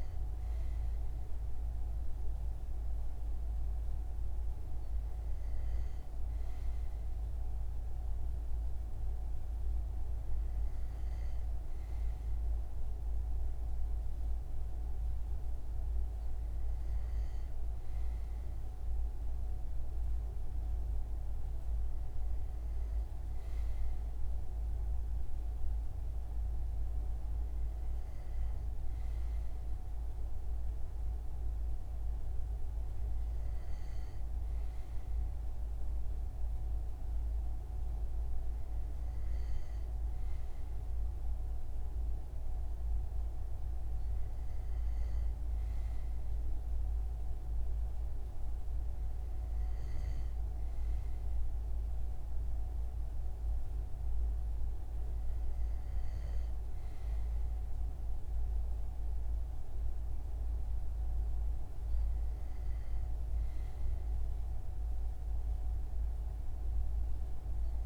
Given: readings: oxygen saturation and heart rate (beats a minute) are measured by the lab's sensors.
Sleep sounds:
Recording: breathing in sleep, hard to hear, by a room microphone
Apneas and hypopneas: none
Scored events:
none scored
From the record:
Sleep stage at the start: N2 (light sleep)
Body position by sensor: on the front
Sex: male

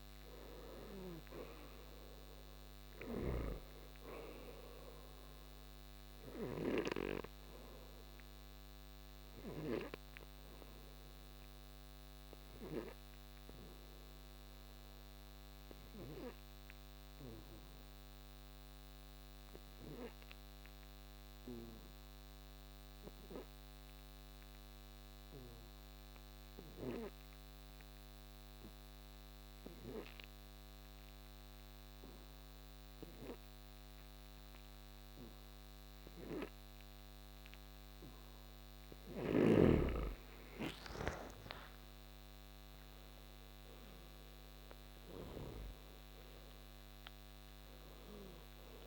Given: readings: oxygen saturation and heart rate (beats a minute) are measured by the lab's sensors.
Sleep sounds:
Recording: breathing in sleep by a microphone on the trachea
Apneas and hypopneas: 1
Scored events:
0.00-1.00 s: arousal
2.50-20.50 s: oxygen desaturation (device-marked, oxygen 97% before, 88% lowest, heart rate 61 before, 57 extreme)
8.50-38.00 s: obstructive apnea (oxygen 97% before, 84% lowest, heart rate 63 before, 58 extreme, up 9 after)
35.50-48.87 s: oxygen desaturation (device-marked, oxygen 97% before, 87% lowest, heart rate 62 before, 58 extreme)
39.00-45.50 s: snoring (device-marked)
40.00-45.50 s: arousal
From the record:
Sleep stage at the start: N2 (light sleep)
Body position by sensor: on the right side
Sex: male

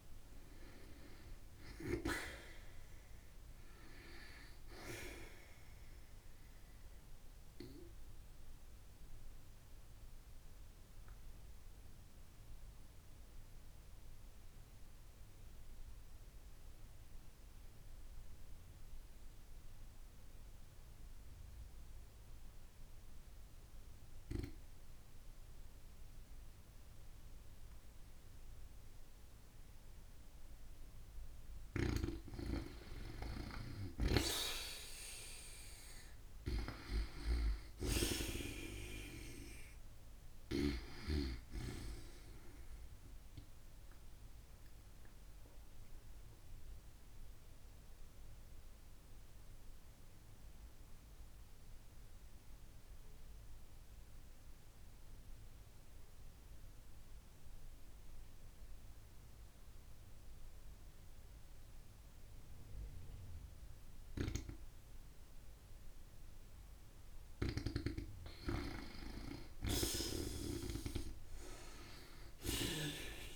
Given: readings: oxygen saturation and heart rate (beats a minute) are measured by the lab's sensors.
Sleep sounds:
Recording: breathing in sleep by a room microphone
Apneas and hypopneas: 2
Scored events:
0.00-1.00 s: arousal
5.50-30.50 s: obstructive apnea (oxygen 96% before, 89% lowest)
20.00-37.00 s: oxygen desaturation (device-marked, oxygen 95% before, 90% lowest)
33.50-38.00 s: arousal
33.50-41.00 s: snoring (device-marked)
43.00-66.00 s: obstructive apnea (oxygen 95% before, 88% lowest)
67.00-73.36 s: oxygen desaturation (device-marked, oxygen 95% before, 89% lowest)
68.50-72.50 s: arousal
From the record:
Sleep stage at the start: N2 (light sleep)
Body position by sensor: on the back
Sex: female

